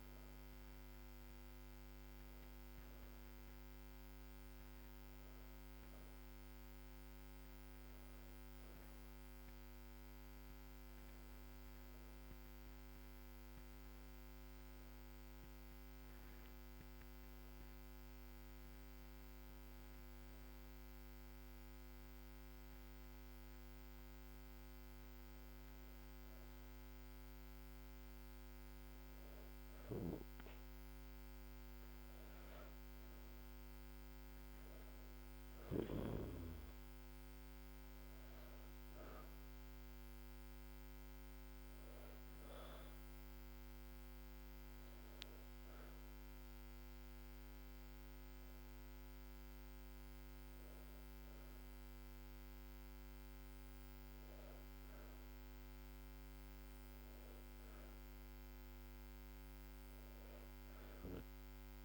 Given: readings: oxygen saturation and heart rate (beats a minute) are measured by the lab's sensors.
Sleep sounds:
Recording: breathing in sleep, hard to hear, by a microphone on the trachea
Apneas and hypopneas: none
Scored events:
none scored
From the record:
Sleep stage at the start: N2 (light sleep)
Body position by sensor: on the back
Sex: female

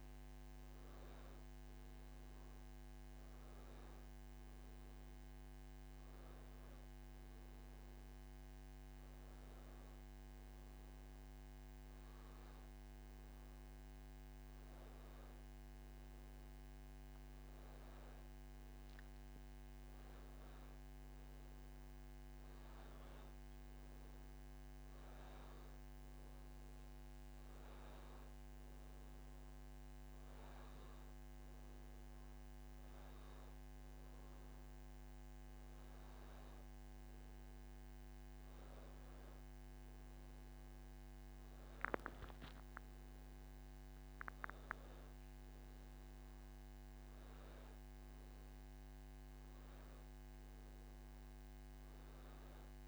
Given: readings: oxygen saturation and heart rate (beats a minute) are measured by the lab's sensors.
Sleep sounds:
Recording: breathing in sleep, hard to hear, by a microphone on the trachea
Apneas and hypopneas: none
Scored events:
none scored
From the record:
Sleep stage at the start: N2 (light sleep)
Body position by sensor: on the back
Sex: male

